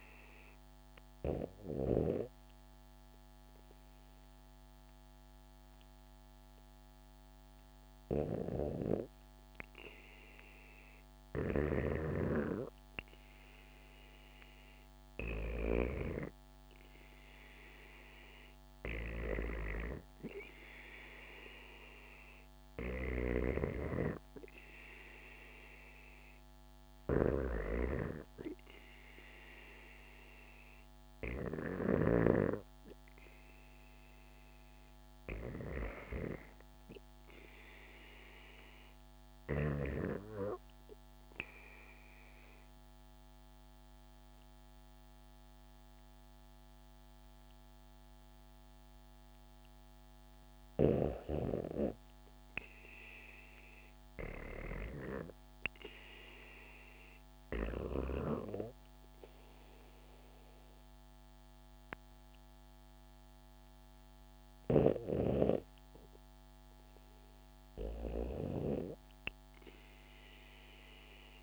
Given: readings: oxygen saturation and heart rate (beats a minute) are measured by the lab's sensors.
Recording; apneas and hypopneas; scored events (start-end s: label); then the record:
breathing in sleep by a microphone on the trachea; 2
1.00-11.00 s: hypopnea (oxygen 94% before, 93% lowest, heart rate 75 before, 73 extreme, up 0 after)
14.50-18.50 s: arousal
39.00-50.00 s: obstructive apnea (oxygen 95% before, 93% lowest, heart rate 75 before, 69 extreme, up 0 after)
52.00-55.50 s: arousal
63.50-70.50 s: oxygen desaturation (device-marked, oxygen 96% before, 93% lowest, heart rate 71 before, 71 extreme)
From the record:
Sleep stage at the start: REM sleep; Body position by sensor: on the back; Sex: female